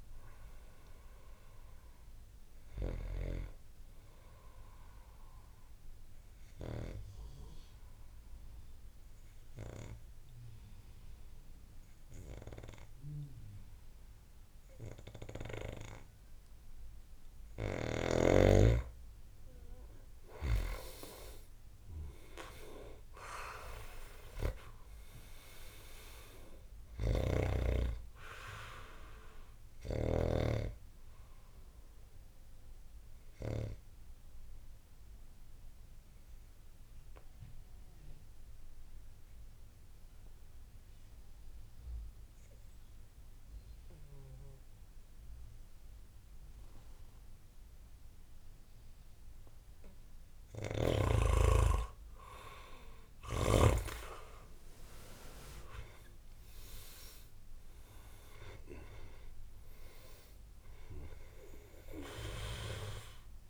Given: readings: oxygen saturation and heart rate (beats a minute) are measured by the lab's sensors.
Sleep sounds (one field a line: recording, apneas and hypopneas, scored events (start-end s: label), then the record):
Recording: breathing in sleep by a room microphone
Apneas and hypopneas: 2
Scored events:
0.00-16.50 s: oxygen desaturation (device-marked, oxygen 86% lowest, heart rate 53 extreme)
5.00-17.50 s: obstructive apnea (oxygen 99% before, 86% lowest, heart rate 87 before, 53 extreme, up 7 after)
19.50-23.50 s: arousal
30.50-49.50 s: oxygen desaturation (device-marked, oxygen 99% before, 89% lowest, heart rate 65 before, 53 extreme)
32.00-49.00 s: obstructive apnea (oxygen 99% before, 86% lowest, heart rate 65 before, 53 extreme, up 16 after)
52.50-55.50 s: arousal
54.50-63.50 s: oxygen desaturation (device-marked, oxygen 99% before, 88% lowest, heart rate 63 before, 55 extreme)
From the record:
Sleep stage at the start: N2 (light sleep)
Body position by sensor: on the back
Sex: male